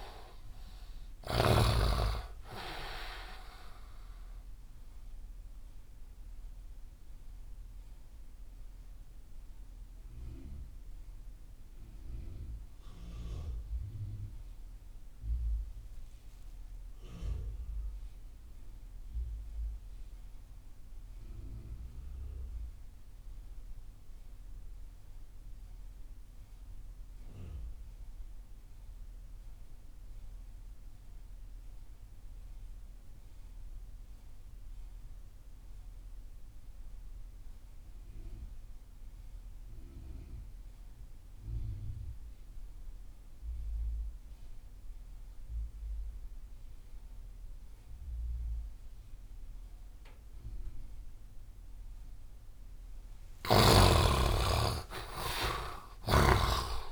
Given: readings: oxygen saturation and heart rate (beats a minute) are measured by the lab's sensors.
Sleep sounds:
breathing in sleep by a room microphone; 1
0.00-1.50 s: snoring (device-marked)
0.00-20.00 s: oxygen desaturation (device-marked, oxygen 58% lowest)
4.50-52.00 s: mixed apnea (oxygen 85% before, 57% lowest)
30.00-56.91 s: oxygen desaturation (device-marked, oxygen 100% before, 57% lowest)
54.00-56.91 s: arousal
From the record:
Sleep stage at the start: REM sleep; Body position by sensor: on the right side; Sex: male

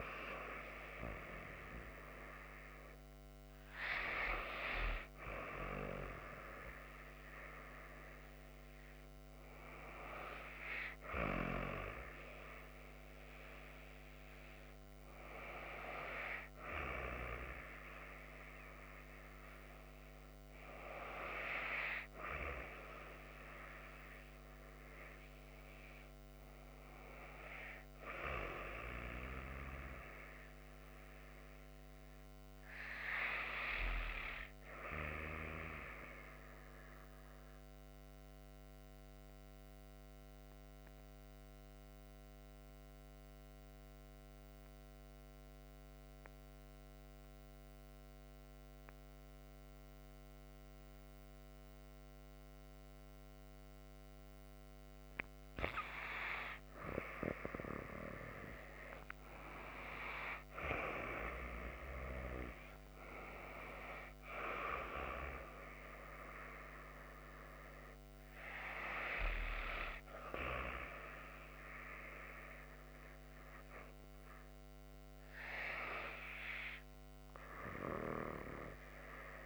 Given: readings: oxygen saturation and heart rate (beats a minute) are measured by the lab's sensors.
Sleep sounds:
breathing in sleep by a microphone on the trachea; 1
0.00-20.50 s: oxygen desaturation (device-marked, oxygen 92% lowest)
24.50-28.50 s: arousal
36.50-55.50 s: obstructive apnea (oxygen 95% before, 90% lowest)
57.00-61.00 s: arousal
From the record:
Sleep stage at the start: N2 (light sleep); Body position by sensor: on the back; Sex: female

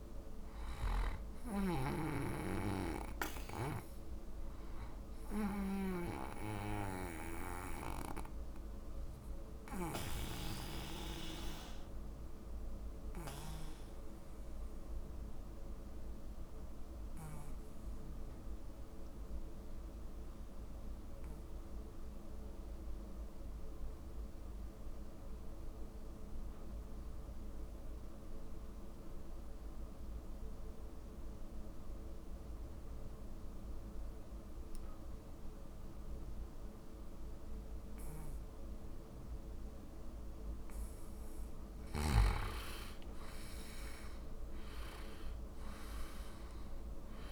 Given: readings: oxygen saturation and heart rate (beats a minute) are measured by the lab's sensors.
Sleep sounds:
breathing in sleep by a room microphone; 1
0.00-23.00 s: oxygen desaturation (device-marked, oxygen 88% lowest, heart rate 50 extreme)
5.50-40.00 s: obstructive apnea (oxygen 98% before, 86% lowest, heart rate 59 before, 50 extreme, up 8 after)
38.00-47.32 s: oxygen desaturation (device-marked, oxygen 98% before, 86% lowest, heart rate 51 before, 51 extreme)
42.50-46.50 s: arousal
From the record:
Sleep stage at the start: N2 (light sleep); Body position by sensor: on the back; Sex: male

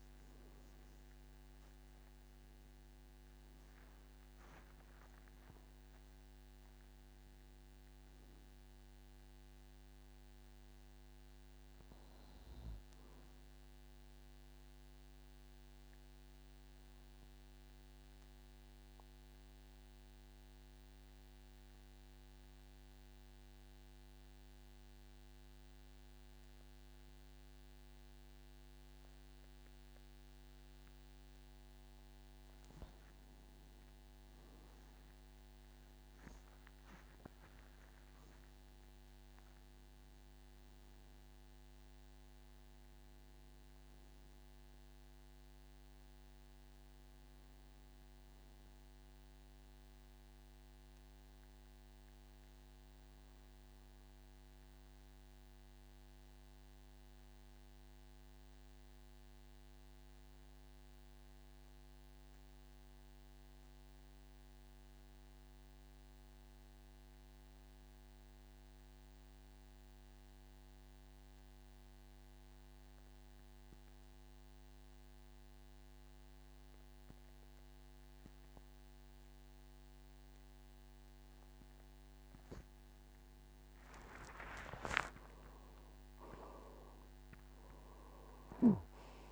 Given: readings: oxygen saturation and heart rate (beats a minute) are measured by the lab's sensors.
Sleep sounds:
breathing in sleep, hard to hear, by a microphone on the trachea; 2
0.00-4.50 s: arousal
2.00-4.00 s: long interval between heartbeats (device-marked, heart rate 54 before, 66 extreme)
6.50-23.50 s: oxygen desaturation (device-marked, oxygen 99% before, 95% lowest, heart rate 55 before, 47 extreme)
16.00-31.50 s: obstructive apnea (oxygen 99% before, 93% lowest, heart rate 59 before, 48 extreme, up 15 after)
34.00-38.00 s: arousal
39.50-63.50 s: oxygen desaturation (device-marked, oxygen 98% before, 93% lowest, heart rate 52 before, 46 extreme)
57.00-81.00 s: obstructive apnea (oxygen 98% before, 90% lowest, heart rate 57 before, 45 extreme, up 48 after)
81.50-89.32 s: oxygen desaturation (device-marked, oxygen 98% before, 90% lowest, heart rate 49 before, 45 extreme)
83.50-88.50 s: arousal
84.50-86.50 s: long interval between heartbeats (device-marked, heart rate 50 before, 84 extreme)
From the record:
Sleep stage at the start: N2 (light sleep); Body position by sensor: on the back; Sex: male

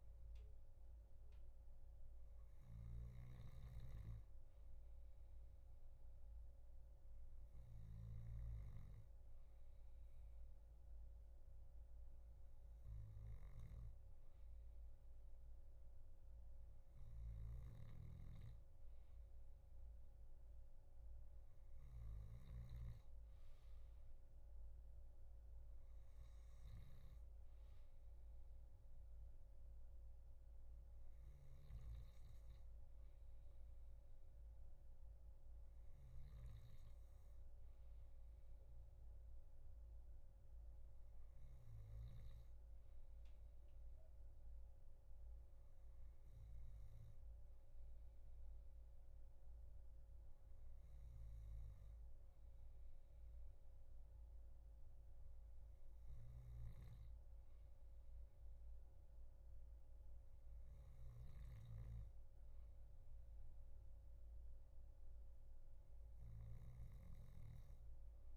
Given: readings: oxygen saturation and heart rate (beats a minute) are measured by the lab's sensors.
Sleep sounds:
breathing in sleep, hard to hear, by a room microphone; none
0.00-8.50 s: snoring (device-marked)
17.50-23.00 s: snoring (device-marked)
56.50-68.37 s: snoring (device-marked)
From the record:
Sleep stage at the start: N2 (light sleep); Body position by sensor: on the back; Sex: male

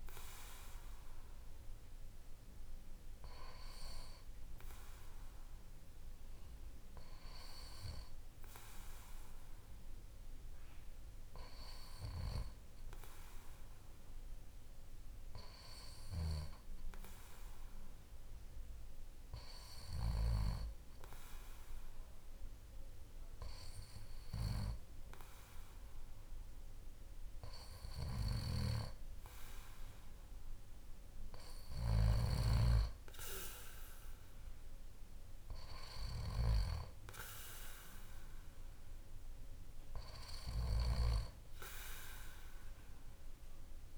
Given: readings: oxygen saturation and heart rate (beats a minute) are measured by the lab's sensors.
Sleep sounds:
breathing in sleep by a room microphone; none
none scored
From the record:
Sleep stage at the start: N2 (light sleep); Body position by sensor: on the back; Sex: male

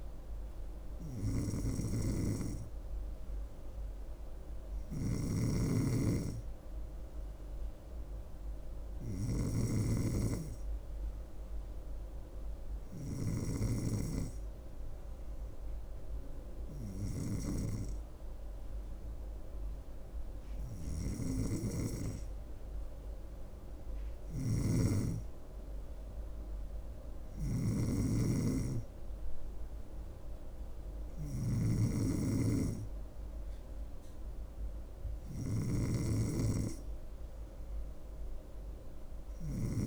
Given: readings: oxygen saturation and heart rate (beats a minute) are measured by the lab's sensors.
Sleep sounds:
breathing in sleep by a room microphone; none
5.00-14.00 s: snoring (device-marked)
24.00-39.87 s: snoring (device-marked)
From the record:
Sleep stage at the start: N2 (light sleep); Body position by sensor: on the back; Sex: female

